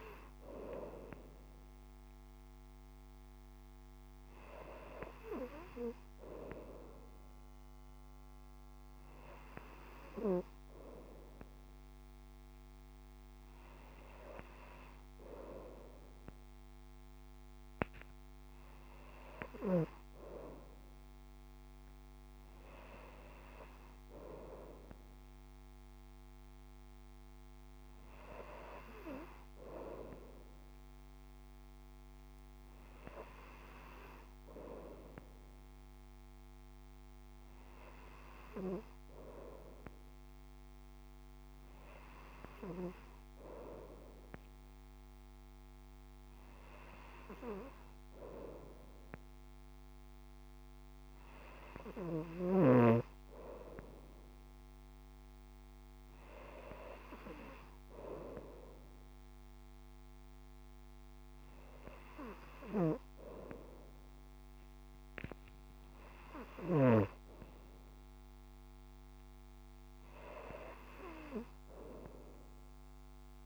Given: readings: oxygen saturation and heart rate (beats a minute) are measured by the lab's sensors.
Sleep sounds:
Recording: breathing in sleep by a microphone on the trachea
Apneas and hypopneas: none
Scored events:
none scored
From the record:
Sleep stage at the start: N2 (light sleep)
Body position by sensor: on the front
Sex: female

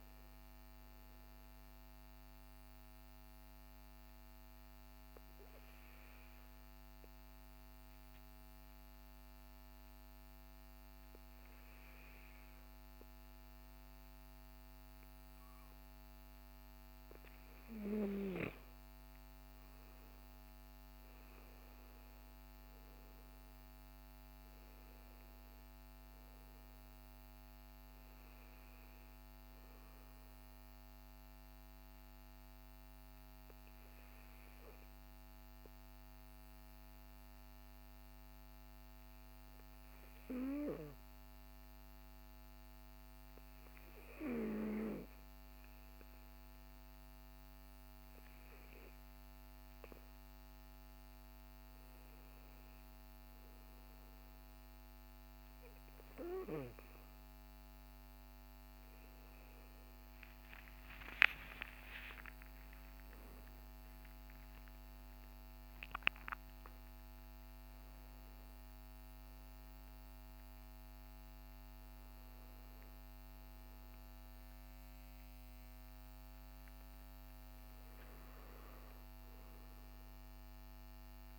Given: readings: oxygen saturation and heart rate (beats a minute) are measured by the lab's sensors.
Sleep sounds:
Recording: breathing in sleep by a microphone on the trachea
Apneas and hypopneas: 2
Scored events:
2.50-16.00 s: obstructive apnea (oxygen 96% before, 94% lowest, heart rate 72 before, 51 extreme, up 22 after)
19.00-22.50 s: arousal
31.50-44.50 s: obstructive apnea (oxygen 97% before, 95% lowest, heart rate 60 before, 51 extreme, up 10 after)
60.00-65.00 s: arousal
From the record:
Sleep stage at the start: N2 (light sleep)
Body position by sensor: on the back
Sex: male

